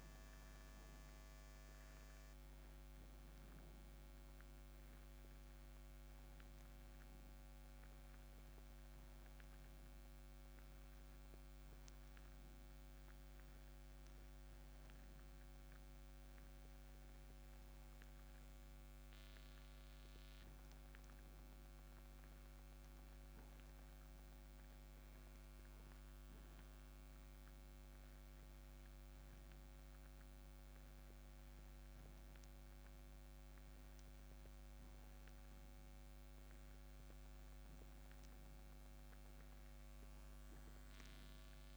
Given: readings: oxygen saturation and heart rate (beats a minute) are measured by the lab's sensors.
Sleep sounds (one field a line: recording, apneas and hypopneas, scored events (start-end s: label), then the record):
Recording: breathing in sleep, hard to hear, by a microphone on the trachea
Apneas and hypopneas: none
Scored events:
none scored
From the record:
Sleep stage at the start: N2 (light sleep)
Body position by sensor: on the right side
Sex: male